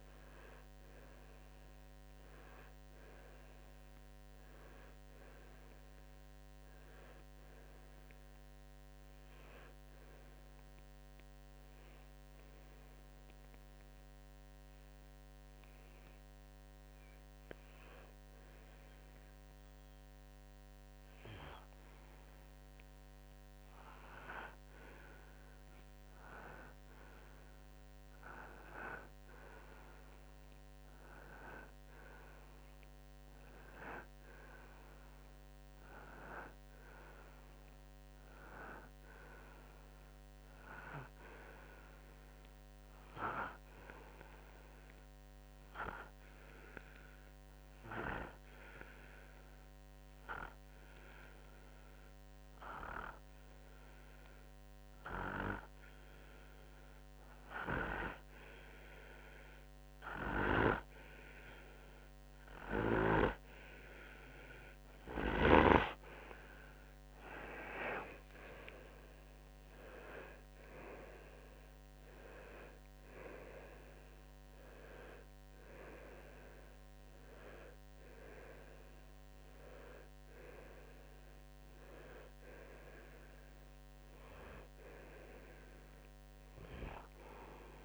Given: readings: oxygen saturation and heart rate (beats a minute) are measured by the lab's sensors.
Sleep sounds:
breathing in sleep by a microphone on the trachea; 2
10.50-24.50 s: obstructive apnea (oxygen 96% before, 93% lowest, heart rate 62 before, 57 extreme, up 2 after)
27.00-30.50 s: arousal
42.00-64.00 s: obstructive apnea (oxygen 98% before, 93% lowest, heart rate 58 before, 52 extreme, up 3 after)
66.50-69.50 s: arousal
From the record:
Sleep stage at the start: N2 (light sleep); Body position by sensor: on the right side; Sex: male

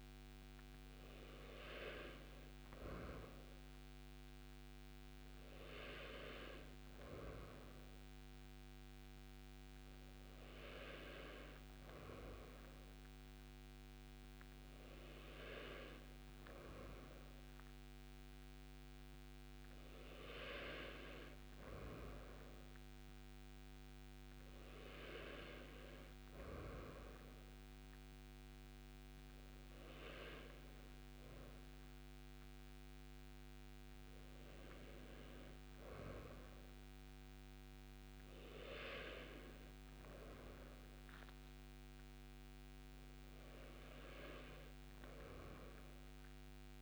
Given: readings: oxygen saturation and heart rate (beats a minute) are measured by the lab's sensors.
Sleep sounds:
breathing in sleep by a microphone on the trachea; none
none scored
From the record:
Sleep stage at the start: N2 (light sleep); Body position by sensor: on the right side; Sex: male

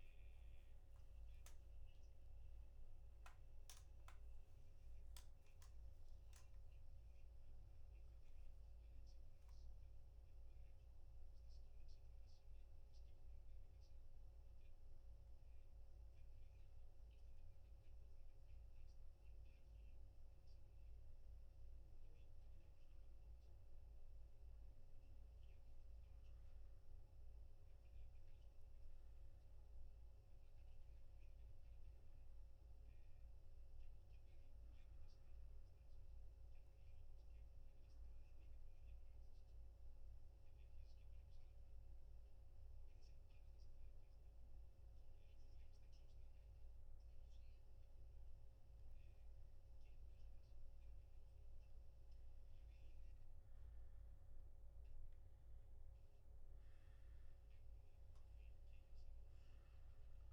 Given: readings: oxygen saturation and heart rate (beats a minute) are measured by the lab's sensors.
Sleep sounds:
breathing in sleep, hard to hear, by a room microphone; 2
8.50-22.00 s: hypopnea (oxygen 95% before, 93% lowest, heart rate 79 before, 62 extreme, up 0 after)
39.00-49.00 s: obstructive apnea (oxygen 95% before, 93% lowest, heart rate 62 before, 63 extreme, up 1 after)
49.00-60.33 s: new sleep stage, N3 (deep sleep)
From the record:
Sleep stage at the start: N2 (light sleep); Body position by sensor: on the back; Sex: male

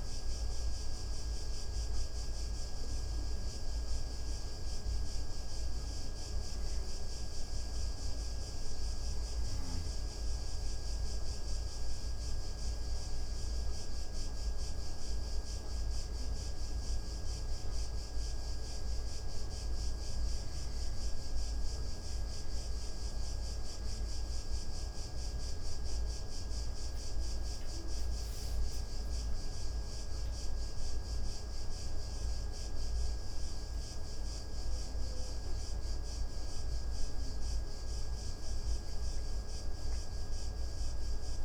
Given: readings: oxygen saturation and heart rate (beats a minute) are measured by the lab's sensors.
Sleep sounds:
breathing in sleep, hard to hear, by a room microphone; 1
3.50-33.50 s: new sleep stage, N1 (lightest sleep)
4.00-15.00 s: obstructive apnea (oxygen 94% before, 91% lowest)
18.00-22.00 s: arousal
23.50-35.50 s: oxygen desaturation (device-marked, oxygen 94% before, 91% lowest)
33.50-41.45 s: new sleep stage, N2 (light sleep)
38.00-41.00 s: arousal
From the record:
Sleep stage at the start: N2 (light sleep); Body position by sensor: on the back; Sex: male

